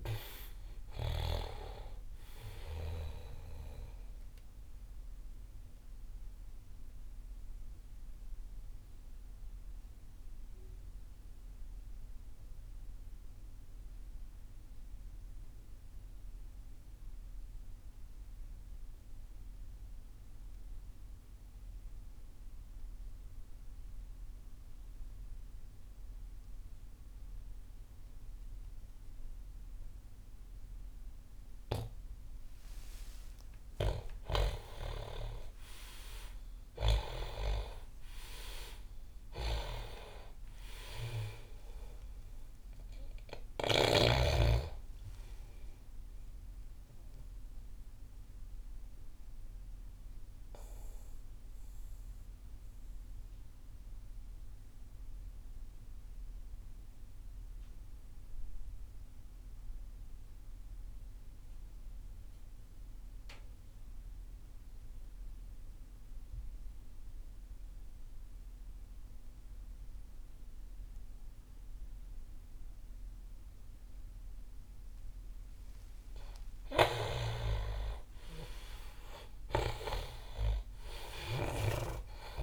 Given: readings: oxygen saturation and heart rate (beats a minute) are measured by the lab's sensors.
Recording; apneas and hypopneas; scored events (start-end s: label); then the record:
breathing in sleep by a room microphone; 2
0.00-21.00 s: oxygen desaturation (device-marked, oxygen 84% lowest)
6.00-32.50 s: mixed apnea (oxygen 99% before, 80% lowest)
33.00-39.50 s: arousal
33.00-62.00 s: oxygen desaturation (device-marked, oxygen 98% before, 80% lowest)
46.50-75.00 s: mixed apnea (oxygen 99% before, 80% lowest)
76.50-80.50 s: arousal
77.00-82.42 s: oxygen desaturation (device-marked, oxygen 98% before, 80% lowest)
From the record:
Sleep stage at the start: N2 (light sleep); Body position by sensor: on the back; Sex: male